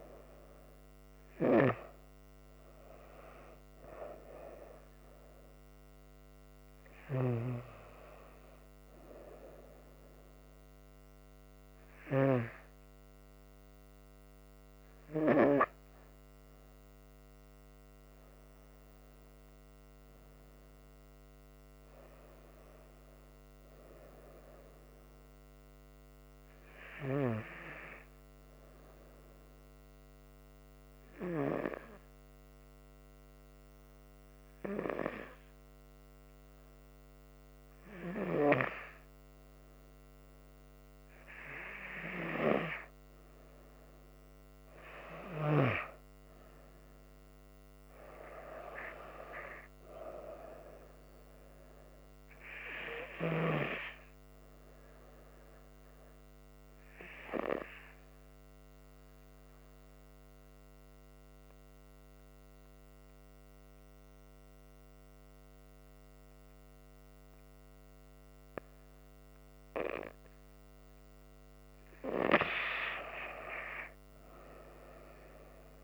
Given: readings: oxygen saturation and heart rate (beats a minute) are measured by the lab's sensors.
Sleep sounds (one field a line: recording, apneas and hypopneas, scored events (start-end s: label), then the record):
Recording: breathing in sleep by a microphone on the trachea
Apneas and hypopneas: 2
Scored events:
19.00-23.00 s: arousal
26.50-41.00 s: hypopnea (oxygen 97% before, 93% lowest, heart rate 67 before, 65 extreme, up 4 after)
43.00-46.00 s: arousal
60.00-71.50 s: obstructive apnea (oxygen 97% before, 93% lowest, heart rate 68 before, 66 extreme, up 5 after)
73.50-75.84 s: arousal
From the record:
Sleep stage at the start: N2 (light sleep)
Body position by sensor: on the front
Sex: female